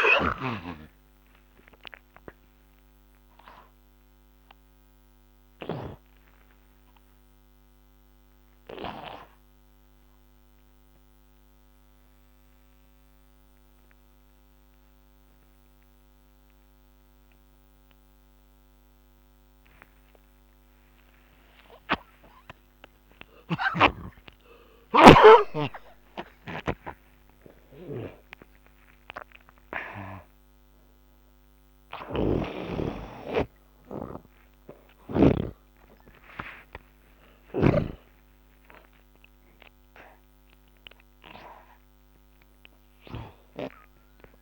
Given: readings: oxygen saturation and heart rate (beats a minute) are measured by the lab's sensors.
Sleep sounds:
a person partly awake in a sleep study, by a microphone on the trachea; 1
0.00-6.00 s: snoring (device-marked)
0.00-10.50 s: oxygen desaturation (device-marked, oxygen 73% lowest, heart rate 49 extreme)
7.00-24.00 s: obstructive apnea (oxygen 92% before, 74% lowest, heart rate 77 before, 49 extreme)
23.50-35.50 s: snoring (device-marked)
31.50-44.42 s: new sleep stage, awake
36.50-44.42 s: oxygen desaturation (device-marked, oxygen 94% before, 75% lowest, heart rate 82 before, 55 extreme)
From the record:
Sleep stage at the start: N2 (light sleep); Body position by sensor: on the back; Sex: male

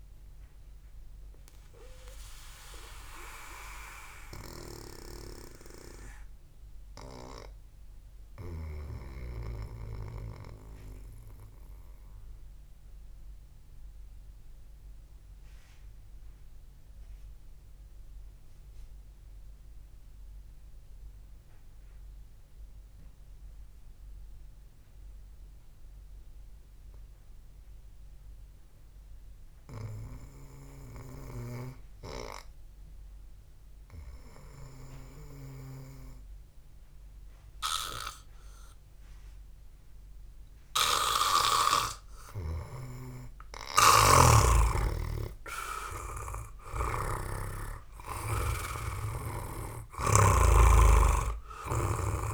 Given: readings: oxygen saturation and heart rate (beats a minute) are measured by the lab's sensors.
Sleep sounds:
breathing in sleep by a room microphone; 1
1.00-30.50 s: mixed apnea (oxygen 97% before, 89% lowest, heart rate 58 before, 53 extreme, up 4 after)
13.00-19.00 s: oxygen desaturation (device-marked, oxygen 94% before, 91% lowest, heart rate 61 before, 53 extreme)
31.50-35.00 s: arousal
37.00-52.34 s: oxygen desaturation (device-marked, oxygen 99% before, 92% lowest, heart rate 67 before, 53 extreme)
44.50-51.00 s: snoring (device-marked)
From the record:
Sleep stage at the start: N2 (light sleep); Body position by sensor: on the back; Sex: male

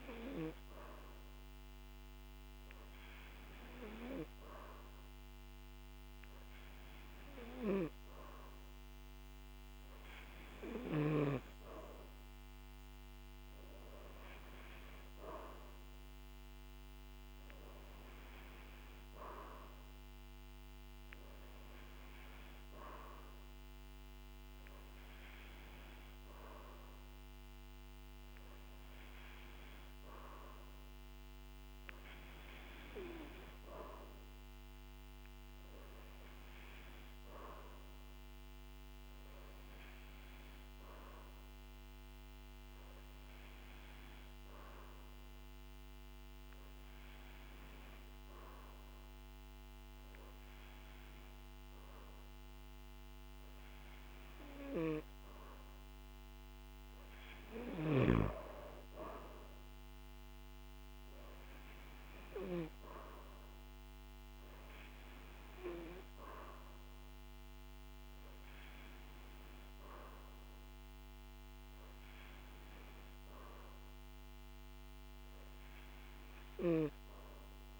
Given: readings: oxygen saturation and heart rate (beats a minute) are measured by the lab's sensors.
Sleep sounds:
breathing in sleep by a microphone on the trachea; none
none scored
From the record:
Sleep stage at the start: N2 (light sleep); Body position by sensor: on the back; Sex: male

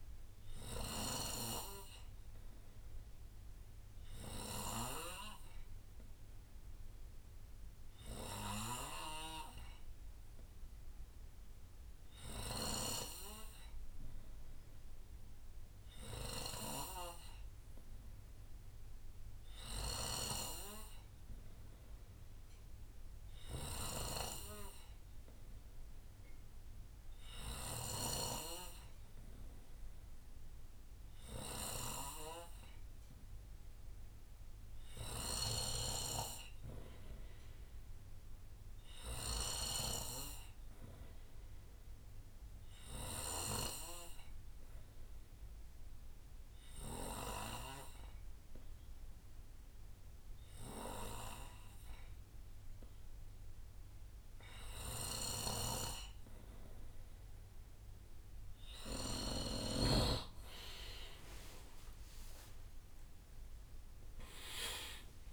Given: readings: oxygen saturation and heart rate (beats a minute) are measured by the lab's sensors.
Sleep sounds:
a person partly awake in a sleep study, by a room microphone; 2
0.00-1.50 s: snoring (device-marked)
4.00-15.00 s: hypopnea (oxygen 94% before, 91% lowest, heart rate 71 before, 69 extreme, up 0 after)
9.00-13.00 s: snoring (device-marked)
19.00-23.50 s: arousal
20.00-28.00 s: snoring (device-marked)
46.50-57.00 s: obstructive apnea (oxygen 93% before, 92% lowest, heart rate 71 before, 69 extreme, up 10 after)
48.50-65.33 s: new sleep stage, awake
55.50-60.00 s: snoring (device-marked)
60.50-65.33 s: drop in pulse transit time (device-marked, heart rate 71 before, 73 extreme)
From the record:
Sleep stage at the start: N3 (deep sleep); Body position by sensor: on the right side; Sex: male

